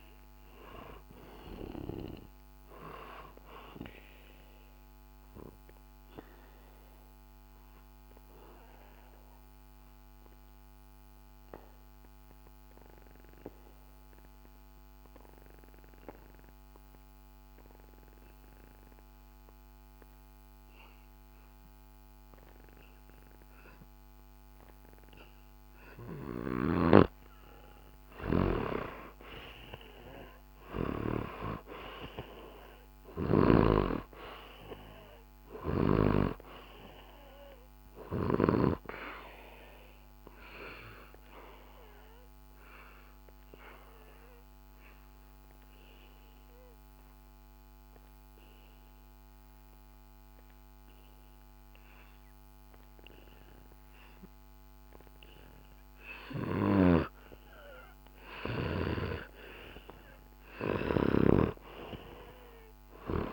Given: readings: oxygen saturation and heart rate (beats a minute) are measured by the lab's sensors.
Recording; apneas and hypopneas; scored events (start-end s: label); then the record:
breathing in sleep by a microphone on the trachea; 2
0.00-30.00 s: oxygen desaturation (device-marked, oxygen 88% lowest, heart rate 56 extreme)
3.00-26.00 s: obstructive apnea (oxygen 96% before, 88% lowest, heart rate 64 before, 63 extreme, up 0 after)
28.00-33.50 s: snoring (device-marked)
29.50-33.50 s: arousal
35.00-55.00 s: oxygen desaturation (device-marked, oxygen 98% before, 89% lowest, heart rate 65 before, 65 extreme)
39.50-59.00 s: obstructive apnea (oxygen 98% before, 89% lowest, heart rate 65 before, 65 extreme, up 0 after)
61.00-63.33 s: snoring (device-marked)
62.00-63.33 s: arousal
From the record:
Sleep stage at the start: N2 (light sleep); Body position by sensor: on the back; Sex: male